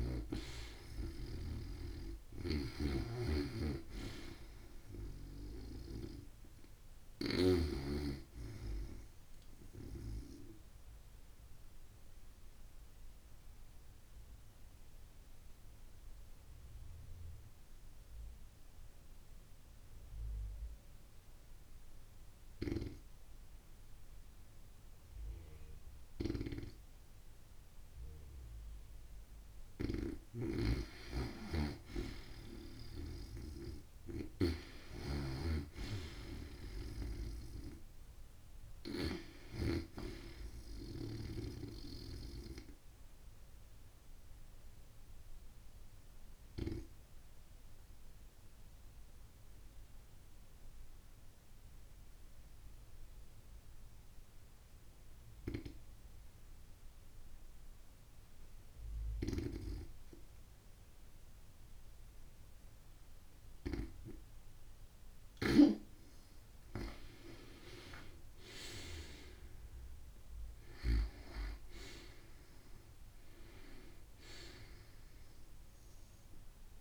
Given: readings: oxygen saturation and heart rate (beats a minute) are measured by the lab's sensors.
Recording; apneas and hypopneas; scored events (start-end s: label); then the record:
breathing in sleep by a room microphone; 2
0.00-1.50 s: arousal
3.00-7.00 s: snoring (device-marked)
6.00-33.00 s: oxygen desaturation (device-marked, oxygen 95% before, 90% lowest)
10.50-28.00 s: obstructive apnea (oxygen 95% before, 88% lowest)
29.50-38.50 s: snoring (device-marked)
31.50-35.00 s: arousal
39.00-52.00 s: oxygen desaturation (device-marked, oxygen 93% before, 89% lowest)
41.50-64.00 s: obstructive apnea (oxygen 93% before, 88% lowest)
58.50-70.50 s: snoring (device-marked)
68.50-73.00 s: arousal
69.00-76.81 s: oxygen desaturation (device-marked, oxygen 94% before, 88% lowest)
From the record:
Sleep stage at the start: N2 (light sleep); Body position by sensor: on the back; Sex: female